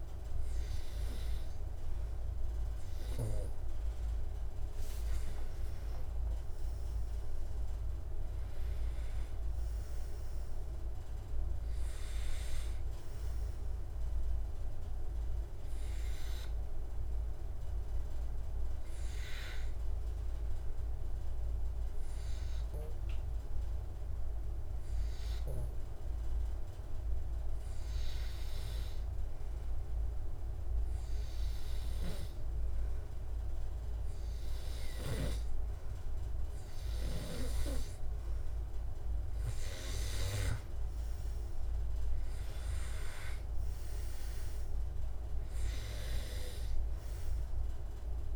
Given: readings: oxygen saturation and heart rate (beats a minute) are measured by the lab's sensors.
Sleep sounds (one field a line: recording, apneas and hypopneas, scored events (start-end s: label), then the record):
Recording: breathing in sleep by a room microphone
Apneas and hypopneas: 1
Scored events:
0.00-5.00 s: oxygen desaturation (device-marked, oxygen 92% lowest, heart rate 67 extreme)
18.00-35.00 s: hypopnea (oxygen 94% before, 92% lowest, heart rate 80 before, 67 extreme, up 0 after)
37.00-48.36 s: oxygen desaturation (device-marked, oxygen 98% before, 93% lowest, heart rate 71 before, 67 extreme)
38.50-41.50 s: arousal
From the record:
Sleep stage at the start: N2 (light sleep)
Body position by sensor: on the back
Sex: male